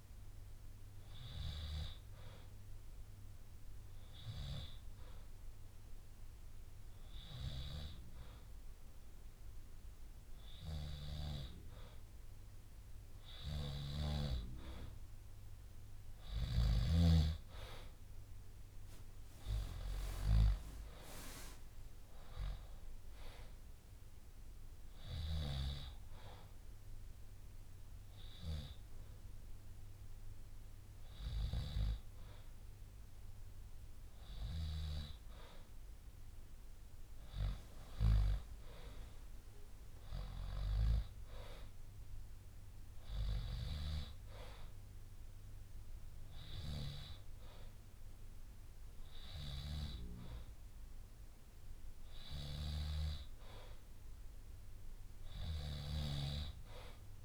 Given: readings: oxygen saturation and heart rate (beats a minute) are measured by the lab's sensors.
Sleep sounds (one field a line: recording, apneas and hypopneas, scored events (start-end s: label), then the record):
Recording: breathing in sleep by a room microphone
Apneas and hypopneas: 2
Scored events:
2.00-10.00 s: oxygen desaturation (device-marked, oxygen 96% before, 93% lowest, heart rate 63 before, 59 extreme)
2.50-12.50 s: hypopnea (oxygen 97% before, 93% lowest, heart rate 63 before, 59 extreme, up 3 after)
15.00-18.50 s: arousal
21.00-30.00 s: drop in pulse transit time (device-marked, heart rate 62 before, 60 extreme)
26.00-36.00 s: hypopnea (oxygen 97% before, 93% lowest, heart rate 63 before, 59 extreme, up 9 after)
27.00-31.00 s: bradycardia (device-marked, heart rate 65 before, 59 extreme)
37.50-41.00 s: arousal
39.00-48.00 s: drop in pulse transit time (device-marked, heart rate 63 before, 59 extreme)
44.00-47.00 s: bradycardia (device-marked, heart rate 65 before, 62 extreme)
55.00-57.00 s: long interval between heartbeats (device-marked, heart rate 63 before, 63 extreme)
From the record:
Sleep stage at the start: N2 (light sleep)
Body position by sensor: on the back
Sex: male